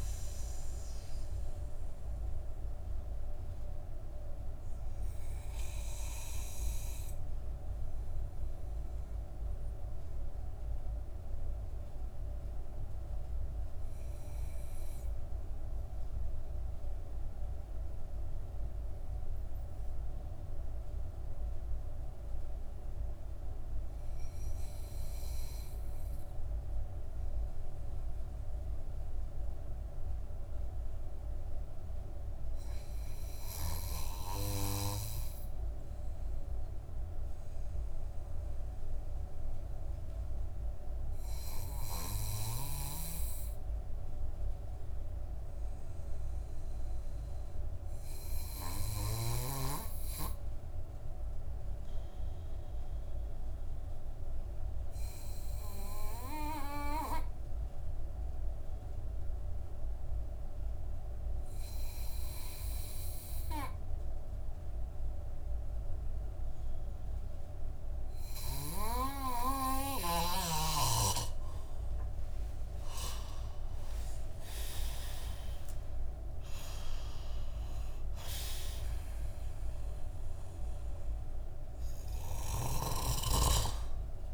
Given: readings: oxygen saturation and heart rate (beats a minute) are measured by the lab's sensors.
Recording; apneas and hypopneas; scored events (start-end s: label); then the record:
breathing in sleep by a room microphone; 1
3.50-70.00 s: obstructive apnea (oxygen 96% before, 92% lowest)
72.00-76.50 s: arousal
From the record:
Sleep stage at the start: N2 (light sleep); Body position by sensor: on the back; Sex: male